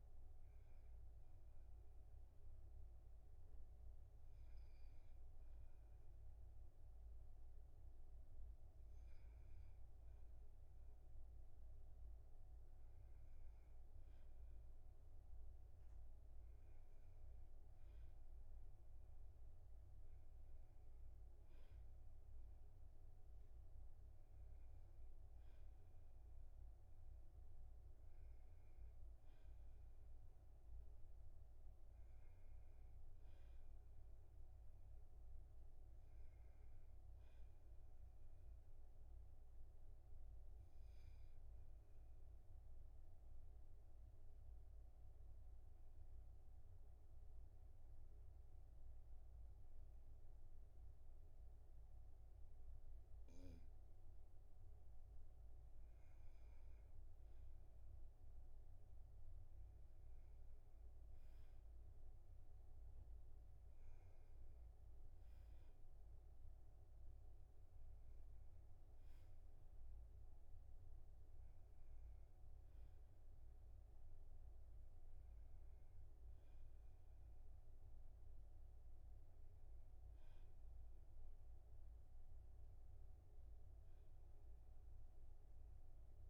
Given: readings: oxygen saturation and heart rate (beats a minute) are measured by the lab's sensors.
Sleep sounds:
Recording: breathing in sleep, hard to hear, by a room microphone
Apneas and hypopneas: 1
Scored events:
39.50-54.00 s: obstructive apnea (oxygen 98% before, 95% lowest, heart rate 50 before, 40 extreme, up 3 after)
57.00-60.50 s: arousal
From the record:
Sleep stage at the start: N1 (lightest sleep)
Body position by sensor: on the back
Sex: male

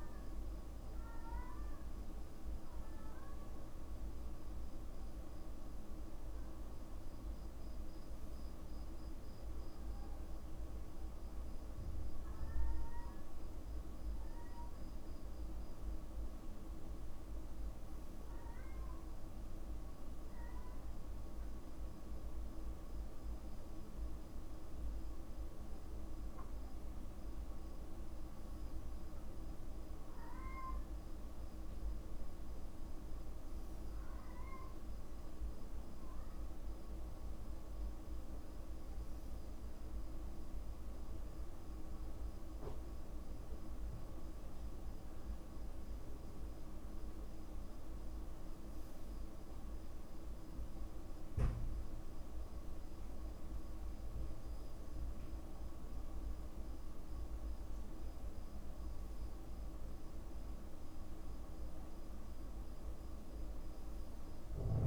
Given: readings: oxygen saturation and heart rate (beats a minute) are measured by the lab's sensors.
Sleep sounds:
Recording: breathing in sleep, hard to hear, by a room microphone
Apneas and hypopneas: none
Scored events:
13.50-15.50 s: long interval between heartbeats (device-marked, heart rate 47 before, 52 extreme)
20.50-22.50 s: long interval between heartbeats (device-marked, heart rate 46 before, 26 extreme)
26.00-28.00 s: long interval between heartbeats (device-marked, heart rate 41 before, 35 extreme)
33.00-35.00 s: long interval between heartbeats (device-marked, heart rate 36 before, 45 extreme)
49.50-51.50 s: long interval between heartbeats (device-marked, heart rate 34 before, 54 extreme)
53.00-55.00 s: long interval between heartbeats (device-marked, heart rate 37 before, 44 extreme)
62.00-64.00 s: long interval between heartbeats (device-marked, heart rate 39 before, 53 extreme)
From the record:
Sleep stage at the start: N2 (light sleep)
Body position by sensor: on the back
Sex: male

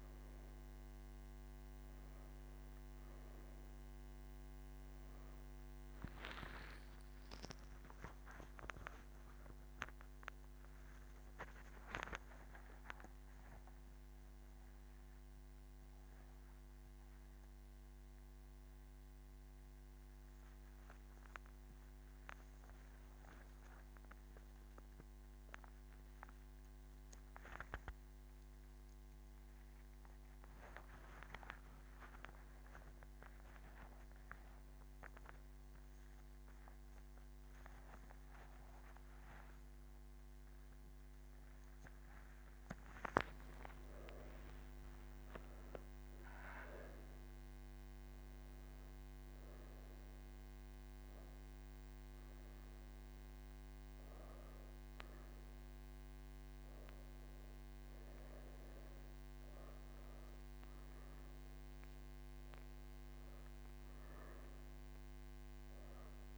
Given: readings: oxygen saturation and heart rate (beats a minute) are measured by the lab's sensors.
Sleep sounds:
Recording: breathing in sleep by a microphone on the trachea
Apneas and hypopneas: none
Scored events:
45.50-54.50 s: oxygen desaturation (device-marked, oxygen 98% before, 95% lowest)
From the record:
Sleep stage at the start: N1 (lightest sleep)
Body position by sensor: on the right side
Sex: female

